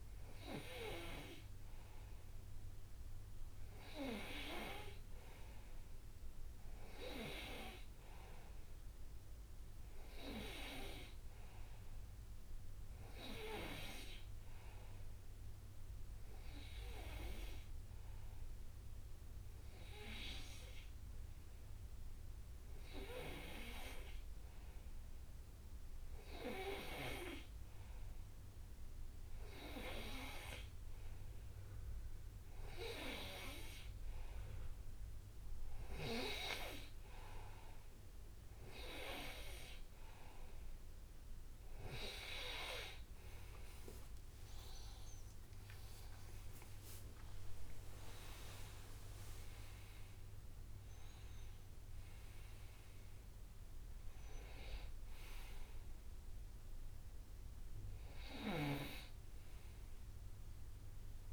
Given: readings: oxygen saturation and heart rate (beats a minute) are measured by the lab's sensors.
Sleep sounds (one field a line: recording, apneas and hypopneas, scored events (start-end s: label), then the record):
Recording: breathing in sleep by a room microphone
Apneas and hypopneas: 1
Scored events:
17.00-27.00 s: obstructive apnea (oxygen 98% before, 96% lowest, heart rate 66 before, 66 extreme, up 1 after)
43.00-45.00 s: long interval between heartbeats (device-marked, heart rate 67 before, 75 extreme)
44.00-48.50 s: arousal
From the record:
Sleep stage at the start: N2 (light sleep)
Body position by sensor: on the right side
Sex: male